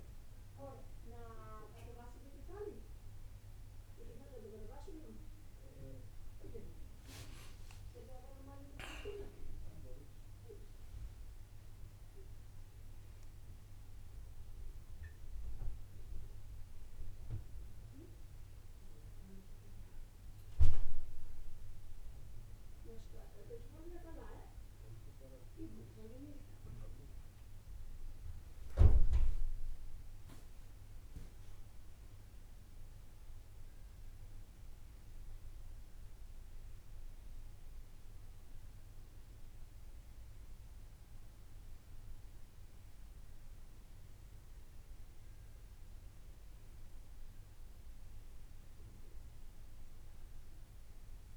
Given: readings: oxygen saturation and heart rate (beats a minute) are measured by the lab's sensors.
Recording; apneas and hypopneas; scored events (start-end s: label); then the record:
a person awake in a sleep study, by a room microphone; none
none scored
From the record:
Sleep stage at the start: awake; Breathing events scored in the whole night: 132 in 5.7 hours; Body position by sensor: on the back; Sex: male